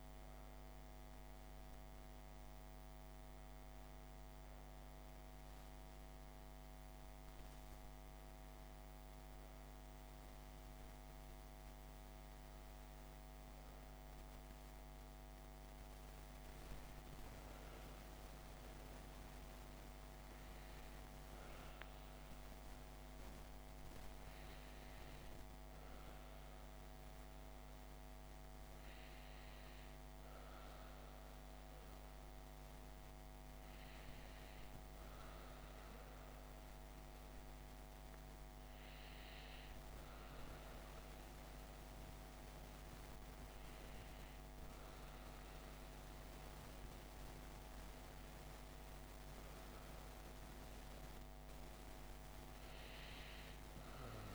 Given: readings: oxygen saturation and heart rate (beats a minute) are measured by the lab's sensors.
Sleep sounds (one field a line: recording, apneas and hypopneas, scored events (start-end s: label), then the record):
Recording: breathing in sleep, hard to hear, by a microphone on the trachea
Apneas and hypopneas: none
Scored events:
24.50-54.34 s: new sleep stage, N2 (light sleep)
From the record:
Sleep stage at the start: N1 (lightest sleep)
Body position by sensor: on the back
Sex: female